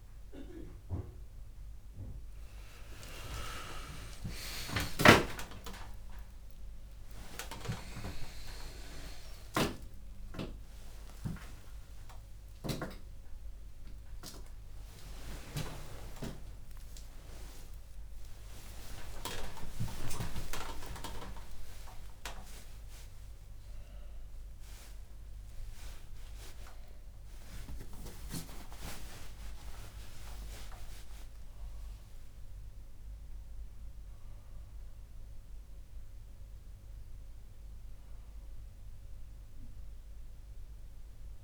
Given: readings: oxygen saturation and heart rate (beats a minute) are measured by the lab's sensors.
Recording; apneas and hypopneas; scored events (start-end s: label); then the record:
a person awake in a sleep study, by a room microphone; none
2.50-22.50 s: tachycardia (device-marked, heart rate 67 before, 195 extreme)
3.50-5.50 s: long interval between heartbeats (device-marked, heart rate 68 before, 88 extreme)
5.50-7.50 s: long interval between heartbeats (device-marked, heart rate 71 before, 136 extreme)
8.00-10.00 s: long interval between heartbeats (device-marked, heart rate 78 before, 149 extreme)
9.50-39.50 s: new sleep stage, awake
13.50-15.50 s: long interval between heartbeats (device-marked, heart rate 99 before, 109 extreme)
17.50-19.50 s: long interval between heartbeats (device-marked, heart rate 111 before, 176 extreme)
19.50-21.50 s: long interval between heartbeats (device-marked, heart rate 122 before, 182 extreme)
25.50-31.50 s: tachycardia (device-marked, heart rate 70 before, 127 extreme)
27.50-29.50 s: long interval between heartbeats (device-marked, heart rate 142 before, 95 extreme)
30.50-32.50 s: long interval between heartbeats (device-marked, heart rate 136 before, 127 extreme)
39.50-41.44 s: new sleep stage, N1 (lightest sleep)
From the record:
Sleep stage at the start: N2 (light sleep); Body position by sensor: on the back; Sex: male